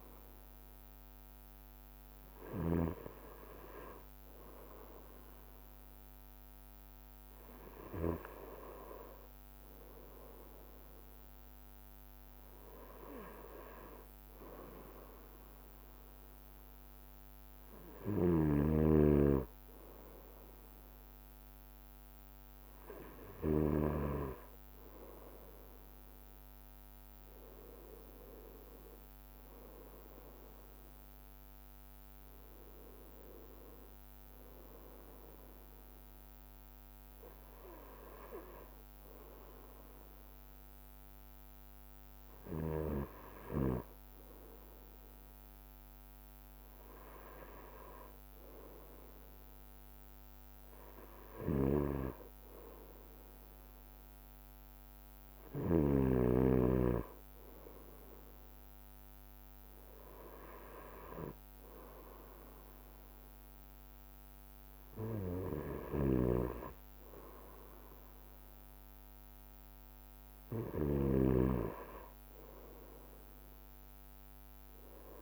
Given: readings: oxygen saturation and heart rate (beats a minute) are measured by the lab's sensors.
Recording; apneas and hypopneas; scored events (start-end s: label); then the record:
breathing in sleep by a microphone on the trachea; none
0.00-7.50 s: bradycardia (device-marked, heart rate 57 extreme)
13.50-19.50 s: bradycardia (device-marked, heart rate 59 before, 59 extreme)
18.50-24.50 s: snoring (device-marked)
35.50-44.50 s: bradycardia (device-marked, heart rate 62 before, 58 extreme)
52.00-56.50 s: snoring (device-marked)
62.50-72.50 s: bradycardia (device-marked, heart rate 64 before, 56 extreme)
66.00-71.50 s: snoring (device-marked)
From the record:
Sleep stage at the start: N2 (light sleep); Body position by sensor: on the right side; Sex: male